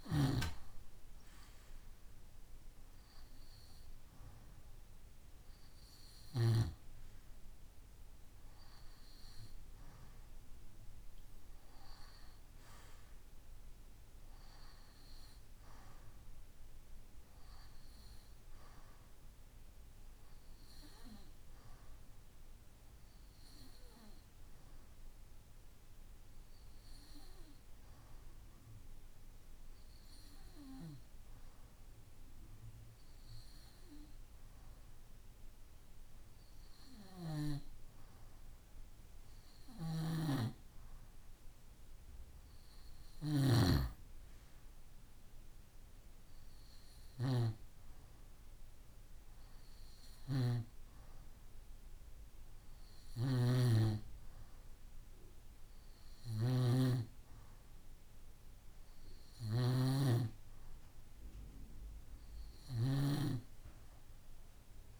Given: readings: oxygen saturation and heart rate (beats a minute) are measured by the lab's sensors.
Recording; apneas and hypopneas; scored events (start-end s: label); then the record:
breathing in sleep by a room microphone; none
39.00-43.00 s: snoring (device-marked)
49.50-64.99 s: snoring (device-marked)
From the record:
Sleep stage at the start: N2 (light sleep); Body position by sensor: on the right side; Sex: male